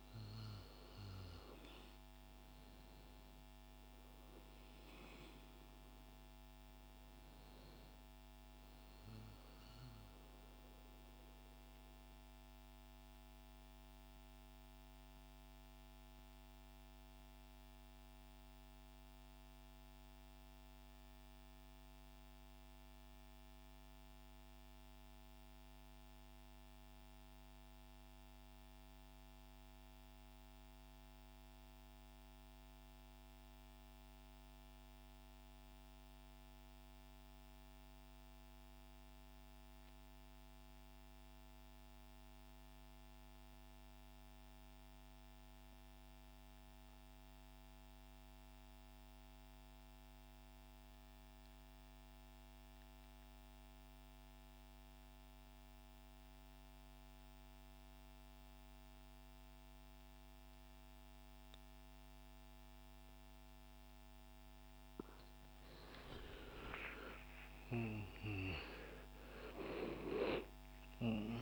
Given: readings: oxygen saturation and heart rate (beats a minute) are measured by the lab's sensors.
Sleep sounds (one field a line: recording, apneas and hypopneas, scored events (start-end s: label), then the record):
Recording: breathing in sleep by a microphone on the trachea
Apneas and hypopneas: 1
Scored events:
0.00-17.00 s: oxygen desaturation (device-marked, oxygen 87% lowest, heart rate 68 extreme)
12.50-63.00 s: mixed apnea (oxygen 95% before, 82% lowest, heart rate 122 before, 55 extreme, up 22 after)
37.00-71.41 s: oxygen desaturation (device-marked, oxygen 99% before, 82% lowest, heart rate 90 before, 55 extreme)
64.50-70.00 s: arousal
From the record:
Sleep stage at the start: N2 (light sleep)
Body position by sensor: on the right side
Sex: male